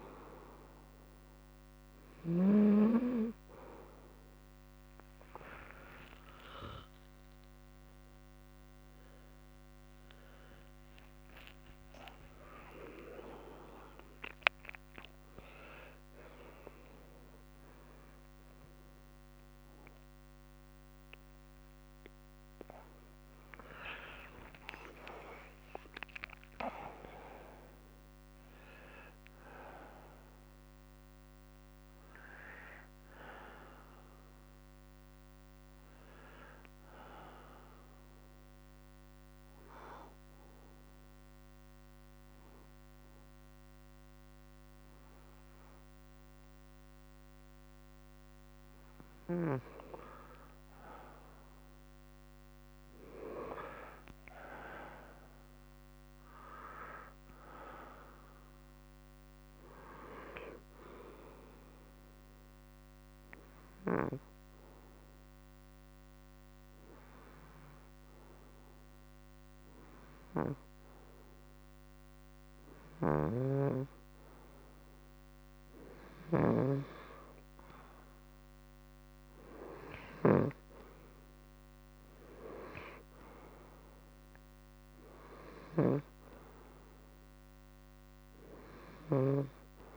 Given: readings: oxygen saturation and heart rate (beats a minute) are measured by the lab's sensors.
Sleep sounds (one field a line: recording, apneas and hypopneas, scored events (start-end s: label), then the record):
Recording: breathing in sleep by a microphone on the trachea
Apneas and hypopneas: 2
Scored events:
5.50-11.00 s: arousal
25.00-30.00 s: arousal
38.50-49.00 s: obstructive apnea (oxygen 98% before, 92% lowest, heart rate 145 before, 52 extreme, up 18 after)
49.50-54.00 s: arousal
53.50-66.50 s: oxygen desaturation (device-marked, oxygen 97% before, 92% lowest, heart rate 134 before, 52 extreme)
62.00-74.00 s: hypopnea (oxygen 98% before, 91% lowest, heart rate 105 before, 70 extreme, up 25 after)
72.50-89.97 s: snoring (device-marked)
76.00-80.00 s: arousal
81.50-89.97 s: oxygen desaturation (device-marked, oxygen 96% before, 92% lowest, heart rate 99 before, 39 extreme)
From the record:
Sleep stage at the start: N2 (light sleep)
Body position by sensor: on the front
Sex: male